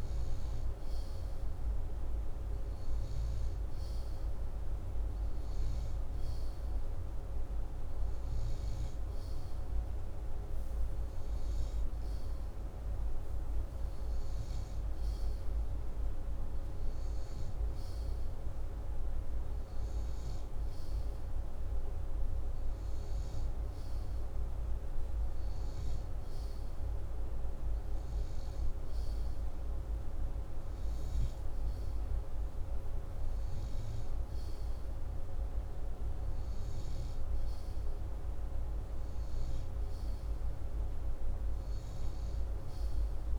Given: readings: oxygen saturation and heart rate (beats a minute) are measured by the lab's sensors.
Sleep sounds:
breathing in sleep, hard to hear, by a room microphone; none
none scored
From the record:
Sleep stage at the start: N2 (light sleep); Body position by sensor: upright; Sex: male

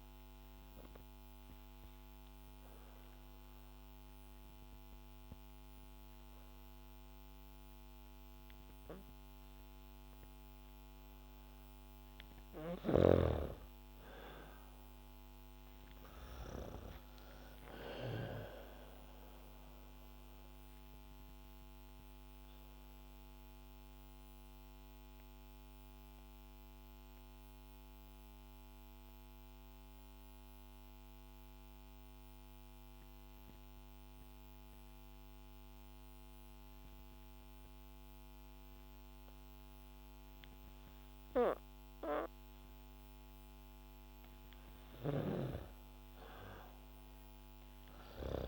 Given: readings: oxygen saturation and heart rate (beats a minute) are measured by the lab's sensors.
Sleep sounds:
breathing in sleep by a microphone on the trachea; 2
1.00-11.00 s: obstructive apnea (oxygen 97% before, 93% lowest, heart rate 71 before, 63 extreme, up 5 after)
4.50-15.50 s: oxygen desaturation (device-marked, oxygen 97% before, 93% lowest, heart rate 71 before, 63 extreme)
14.00-17.00 s: arousal
21.50-43.50 s: mixed apnea (oxygen 97% before, 93% lowest, heart rate 69 before, 63 extreme, up 5 after)
44.50-48.48 s: snoring (device-marked)
45.50-48.48 s: arousal
From the record:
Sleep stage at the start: N2 (light sleep); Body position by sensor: on the back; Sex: female

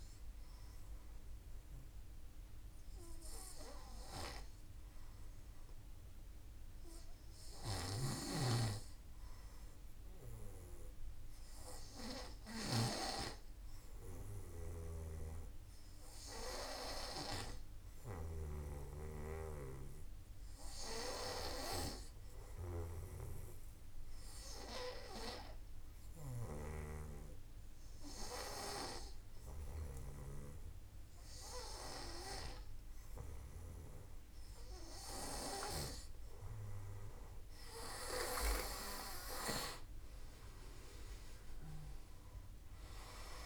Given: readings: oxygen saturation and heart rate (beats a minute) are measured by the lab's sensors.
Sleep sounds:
breathing in sleep by a room microphone; 1
0.00-9.50 s: oxygen desaturation (device-marked, oxygen 92% lowest, heart rate 51 extreme)
7.00-12.00 s: snoring (device-marked)
10.00-31.50 s: hypopnea (oxygen 95% before, 93% lowest, heart rate 53 before, 51 extreme, up 2 after)
14.00-21.00 s: snoring (device-marked)
36.00-40.00 s: arousal
From the record:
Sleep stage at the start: N2 (light sleep); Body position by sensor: on the back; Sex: male

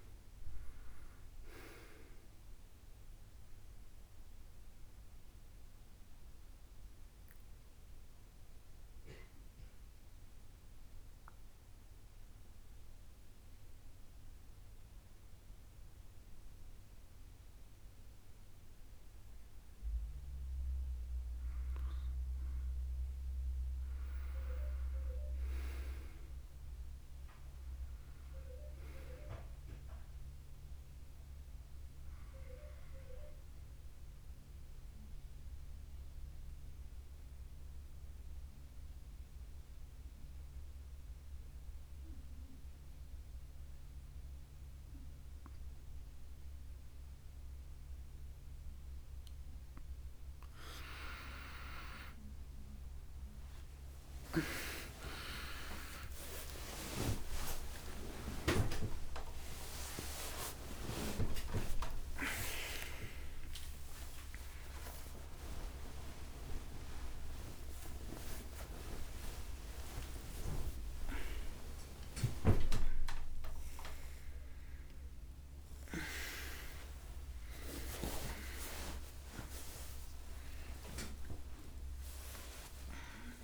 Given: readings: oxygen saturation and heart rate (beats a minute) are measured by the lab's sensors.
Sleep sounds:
a person partly awake in a sleep study, by a room microphone; 2
1.50-12.50 s: oxygen desaturation (device-marked, oxygen 98% before, 92% lowest, heart rate 61 before, 35 extreme)
3.00-19.50 s: central apnea (oxygen 98% before, 89% lowest, heart rate 58 before, 35 extreme, up 7 after)
17.50-33.50 s: oxygen desaturation (device-marked, oxygen 93% before, 89% lowest)
22.50-26.50 s: arousal
32.00-49.00 s: mixed apnea (oxygen 97% before, 93% lowest)
49.50-79.50 s: new sleep stage, awake
59.50-78.50 s: oxygen desaturation (device-marked, oxygen 98% before, 93% lowest, heart rate 62 before, 76 extreme)
79.50-83.44 s: new sleep stage, N1 (lightest sleep)
From the record:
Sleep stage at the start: N2 (light sleep); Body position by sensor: on the back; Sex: male

